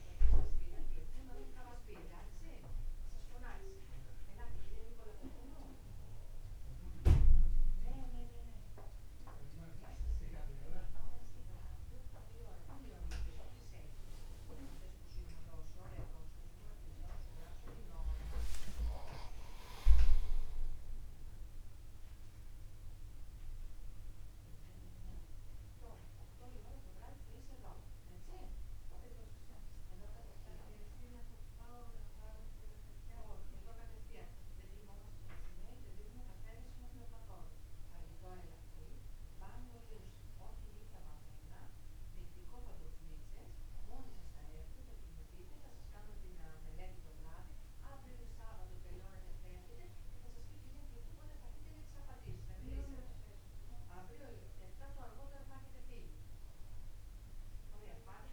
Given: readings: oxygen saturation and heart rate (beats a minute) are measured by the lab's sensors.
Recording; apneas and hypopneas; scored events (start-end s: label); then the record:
breathing in sleep by a room microphone; none
15.00-19.50 s: arousal
19.50-21.50 s: long interval between heartbeats (device-marked, heart rate 52 before, 57 extreme)
From the record:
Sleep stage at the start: N2 (light sleep); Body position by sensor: upright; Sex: male